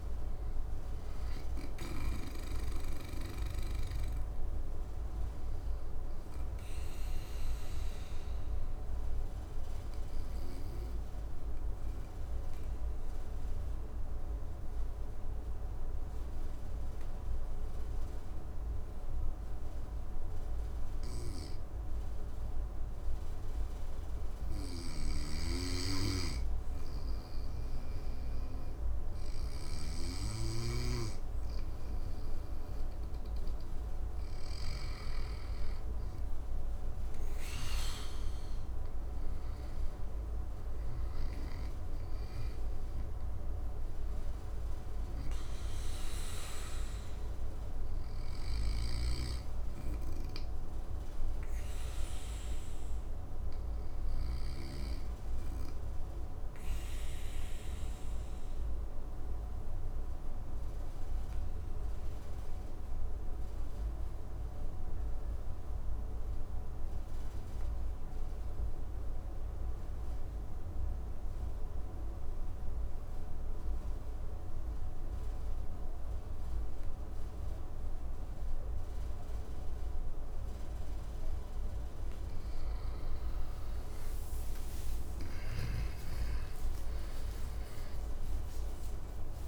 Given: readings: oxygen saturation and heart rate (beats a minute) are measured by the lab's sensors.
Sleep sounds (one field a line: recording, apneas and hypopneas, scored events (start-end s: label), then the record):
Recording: breathing in sleep, hard to hear, by a room microphone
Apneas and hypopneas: 2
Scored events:
0.00-1.50 s: snoring (device-marked)
9.50-33.00 s: obstructive apnea (oxygen 98% before, 93% lowest, heart rate 65 before, 54 extreme, up 8 after)
24.00-29.50 s: snoring (device-marked)
34.50-40.50 s: arousal
35.00-54.00 s: oxygen desaturation (device-marked, oxygen 99% before, 94% lowest, heart rate 55 before, 55 extreme)
50.50-81.50 s: obstructive apnea (oxygen 99% before, 85% lowest, heart rate 61 before, 55 extreme, up 14 after)
80.00-89.48 s: oxygen desaturation (device-marked, oxygen 99% before, 85% lowest, heart rate 56 before, 63 extreme)
87.00-89.48 s: new sleep stage, awake
From the record:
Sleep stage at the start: N2 (light sleep)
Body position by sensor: on the back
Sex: male